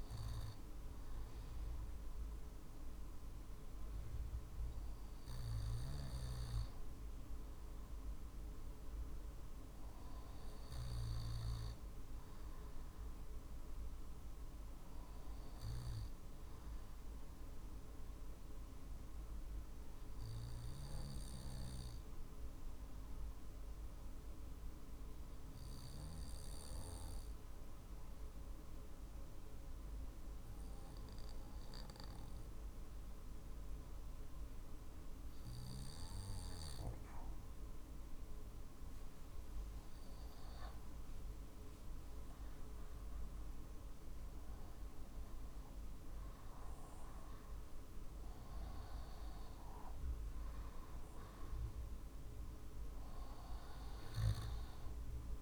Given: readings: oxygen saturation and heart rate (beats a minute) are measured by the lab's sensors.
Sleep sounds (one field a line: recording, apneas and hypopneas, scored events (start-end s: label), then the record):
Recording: breathing in sleep, hard to hear, by a room microphone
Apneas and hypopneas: 1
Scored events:
16.00-38.50 s: obstructive apnea (oxygen 96% before, 92% lowest, heart rate 48 before, 46 extreme, up 3 after)
39.50-53.50 s: drop in pulse transit time (device-marked, heart rate 47 before, 48 extreme)
40.50-45.00 s: arousal
From the record:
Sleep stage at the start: N2 (light sleep)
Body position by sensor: on the back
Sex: male